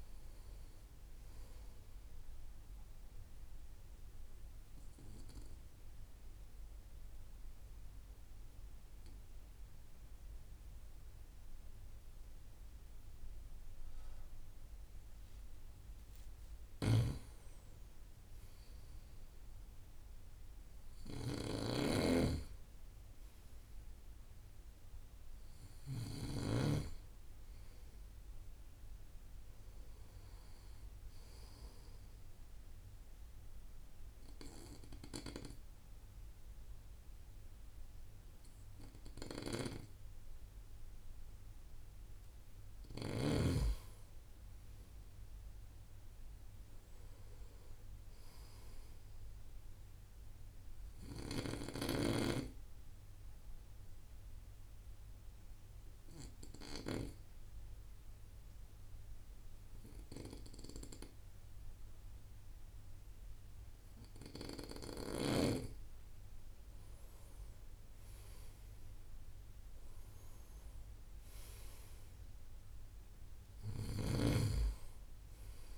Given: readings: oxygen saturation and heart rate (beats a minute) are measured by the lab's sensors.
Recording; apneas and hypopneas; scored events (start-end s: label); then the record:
breathing in sleep by a room microphone; 3
3.50-15.00 s: obstructive apnea (oxygen 95% before, 90% lowest, heart rate 60 before, 56 extreme, up 15 after)
16.50-26.50 s: snoring (device-marked)
17.00-20.50 s: arousal
32.00-43.00 s: obstructive apnea (oxygen 98% before, 92% lowest, heart rate 62 before, 57 extreme, up 3 after)
44.50-48.00 s: arousal
51.00-65.50 s: obstructive apnea (oxygen 97% before, 89% lowest, heart rate 59 before, 56 extreme, up 2 after)
67.50-71.50 s: arousal
From the record:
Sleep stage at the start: N2 (light sleep); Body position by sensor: on the right side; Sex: male